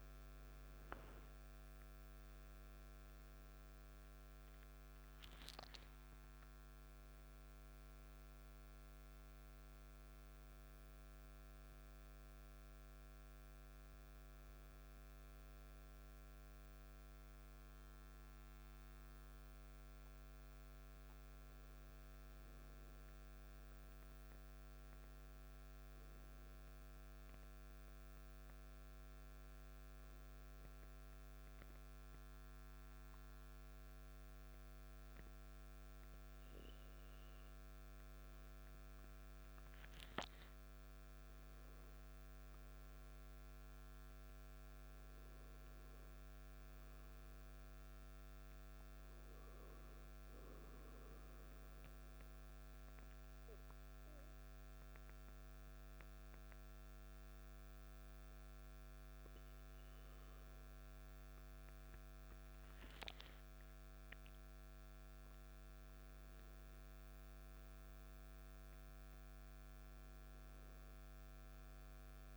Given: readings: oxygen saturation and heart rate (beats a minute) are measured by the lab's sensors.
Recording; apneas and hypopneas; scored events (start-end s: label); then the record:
breathing in sleep, hard to hear, by a microphone on the trachea; 2
15.50-19.00 s: arousal
24.00-38.50 s: obstructive apnea (oxygen 97% before, 95% lowest, heart rate 55 before, 50 extreme, up 3 after)
41.00-44.50 s: arousal
52.50-62.50 s: obstructive apnea (oxygen 98% before, 95% lowest, heart rate 54 before, 50 extreme, up 4 after)
64.50-68.50 s: arousal
From the record:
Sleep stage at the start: N2 (light sleep); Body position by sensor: on the back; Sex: male